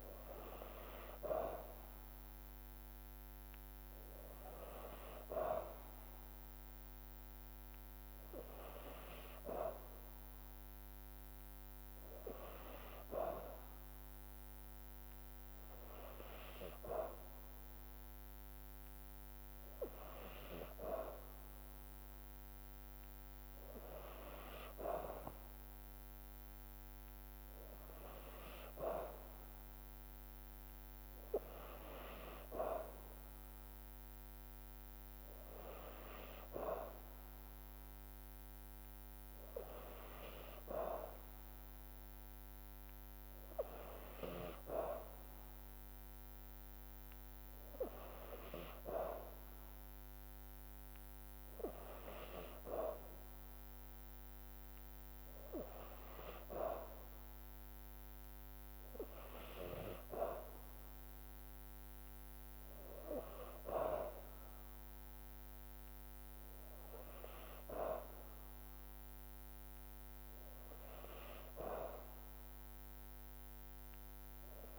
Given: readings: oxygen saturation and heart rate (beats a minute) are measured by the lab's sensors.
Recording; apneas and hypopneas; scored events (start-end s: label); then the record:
breathing in sleep by a microphone on the trachea; none
8.00-10.00 s: long interval between heartbeats (device-marked, heart rate 64 before, 65 extreme)
67.00-69.00 s: long interval between heartbeats (device-marked, heart rate 59 before, 75 extreme)
From the record:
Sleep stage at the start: N2 (light sleep); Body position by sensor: on the back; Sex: female